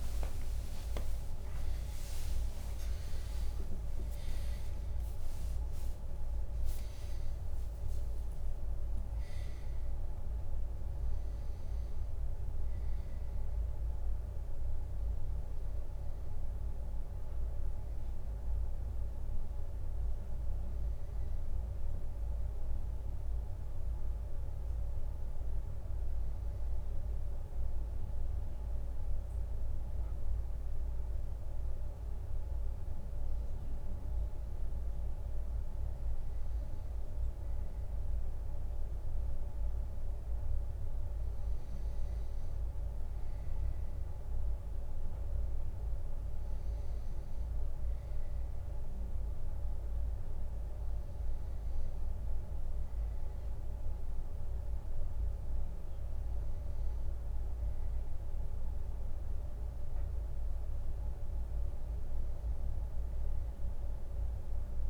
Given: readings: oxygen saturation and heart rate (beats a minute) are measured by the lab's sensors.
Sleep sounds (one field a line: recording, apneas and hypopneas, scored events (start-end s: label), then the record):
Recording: breathing in sleep, hard to hear, by a room microphone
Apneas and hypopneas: none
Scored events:
0.00-2.50 s: arousal
12.50-64.89 s: new sleep stage, N1 (lightest sleep)
From the record:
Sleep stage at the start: N2 (light sleep)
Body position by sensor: on the right side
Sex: male